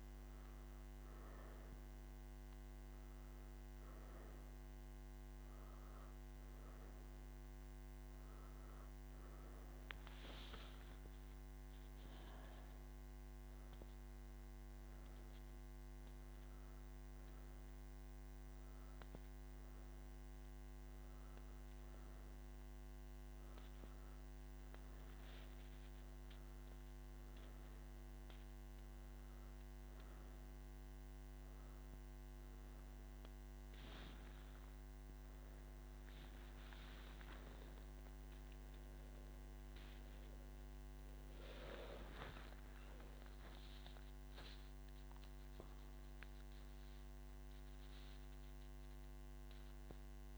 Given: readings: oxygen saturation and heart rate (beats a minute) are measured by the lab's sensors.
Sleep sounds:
breathing in sleep, hard to hear, by a microphone on the trachea; none
none scored
From the record:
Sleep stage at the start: N1 (lightest sleep); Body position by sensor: on the right side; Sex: female

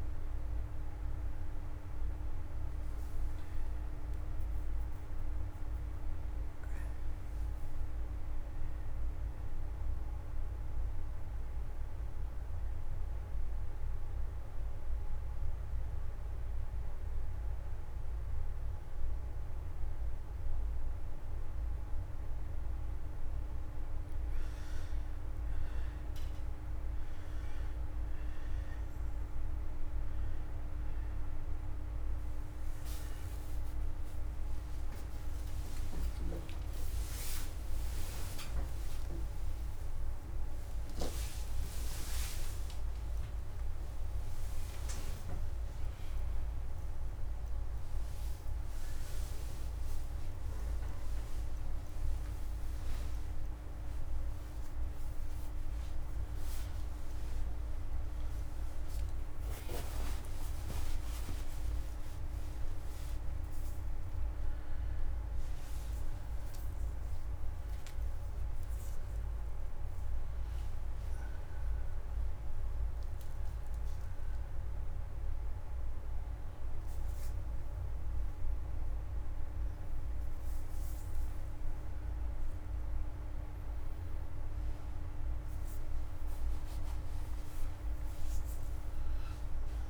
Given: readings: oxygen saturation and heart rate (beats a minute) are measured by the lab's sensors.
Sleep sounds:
a person awake in a sleep study, hard to hear, by a room microphone; 1
0.00-5.50 s: oxygen desaturation (device-marked, oxygen 84% lowest, heart rate 25 extreme)
7.50-11.50 s: arousal
12.50-23.50 s: obstructive apnea (oxygen 100% before, 88% lowest, heart rate 93 before, 62 extreme)
28.50-40.50 s: oxygen desaturation (device-marked, oxygen 97% before, 88% lowest, heart rate 67 before, 78 extreme)
42.50-89.90 s: new sleep stage, awake
61.50-77.50 s: oxygen desaturation (device-marked, oxygen 99% before, 93% lowest)
87.50-89.90 s: oxygen desaturation (device-marked, oxygen 97% before, 93% lowest, heart rate 73 before, 69 extreme)
From the record:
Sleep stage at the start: N2 (light sleep); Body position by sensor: on the back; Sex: male

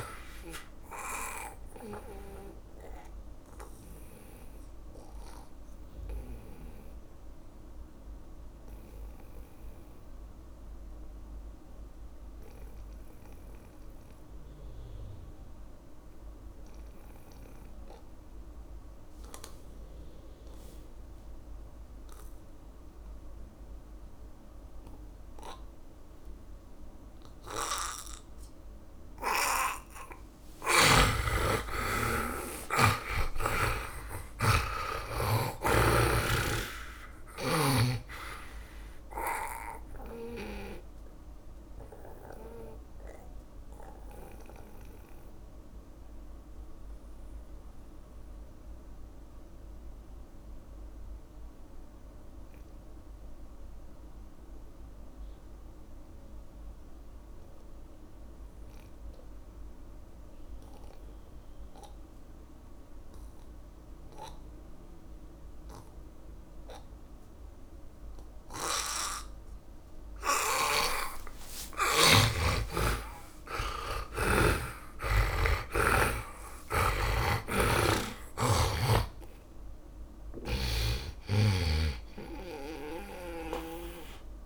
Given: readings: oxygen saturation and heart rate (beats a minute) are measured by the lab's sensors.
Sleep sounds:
breathing in sleep by a room microphone; 2
0.00-22.00 s: oxygen desaturation (device-marked, oxygen 79% lowest)
2.50-29.50 s: obstructive apnea (oxygen 100% before, 79% lowest)
31.00-35.00 s: arousal
34.00-64.00 s: oxygen desaturation (device-marked, oxygen 100% before, 79% lowest)
41.00-71.50 s: obstructive apnea (oxygen 100% before, 78% lowest)
76.50-81.50 s: arousal
77.00-84.00 s: snoring (device-marked)
79.00-84.46 s: oxygen desaturation (device-marked, oxygen 100% before, 78% lowest)
From the record:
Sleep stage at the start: N2 (light sleep); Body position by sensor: on the back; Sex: male

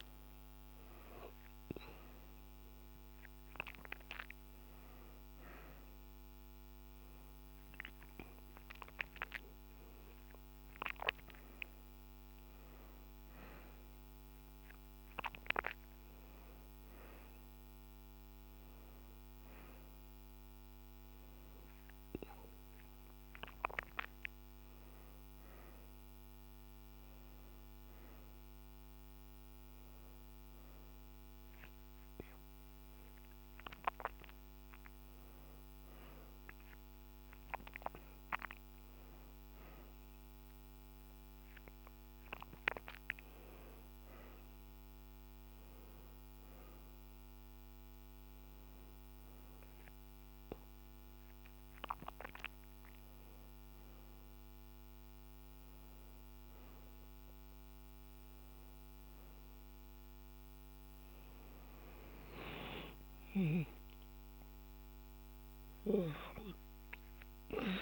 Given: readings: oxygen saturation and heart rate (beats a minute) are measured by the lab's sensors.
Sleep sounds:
a person awake in a sleep study, by a microphone on the trachea; none
none scored
From the record:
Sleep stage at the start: awake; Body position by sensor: on the back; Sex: male

